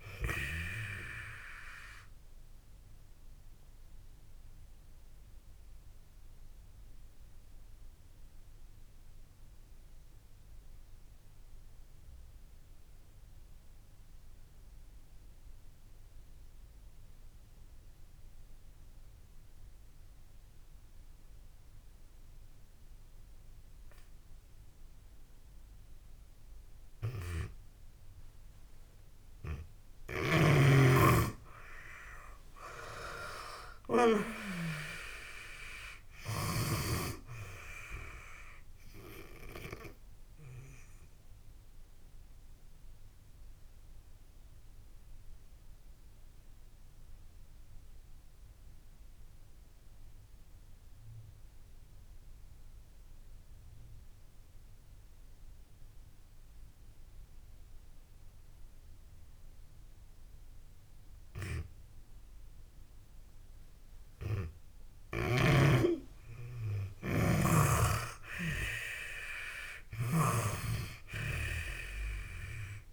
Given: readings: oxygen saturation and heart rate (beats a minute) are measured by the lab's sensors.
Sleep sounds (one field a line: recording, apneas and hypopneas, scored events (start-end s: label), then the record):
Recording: breathing in sleep by a room microphone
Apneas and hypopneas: 2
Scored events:
2.00-28.00 s: obstructive apnea (oxygen 96% before, 81% lowest)
12.50-26.50 s: oxygen desaturation (device-marked, oxygen 95% before, 84% lowest)
30.50-34.00 s: arousal
37.50-67.50 s: oxygen desaturation (device-marked, oxygen 97% before, 81% lowest)
39.50-64.00 s: obstructive apnea (oxygen 97% before, 81% lowest)
67.50-71.00 s: arousal
69.50-72.93 s: snoring (device-marked)
From the record:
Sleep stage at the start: N2 (light sleep)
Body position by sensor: on the back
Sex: female